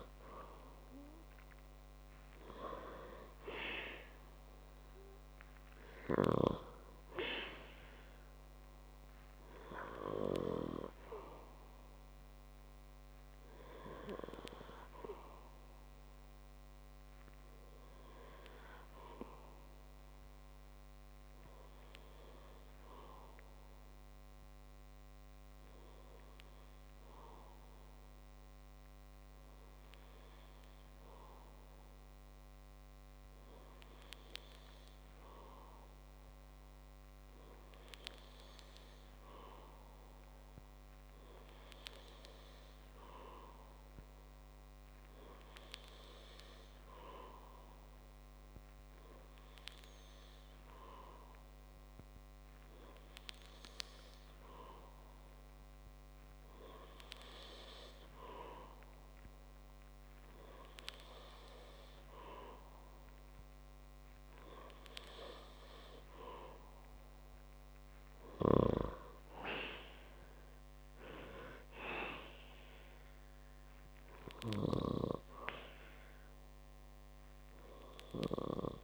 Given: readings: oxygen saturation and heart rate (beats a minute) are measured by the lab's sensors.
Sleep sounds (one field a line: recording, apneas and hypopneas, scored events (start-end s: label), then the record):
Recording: breathing in sleep by a microphone on the trachea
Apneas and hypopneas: none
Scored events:
70.00-73.50 s: arousal
From the record:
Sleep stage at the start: N2 (light sleep)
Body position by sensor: on the back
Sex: male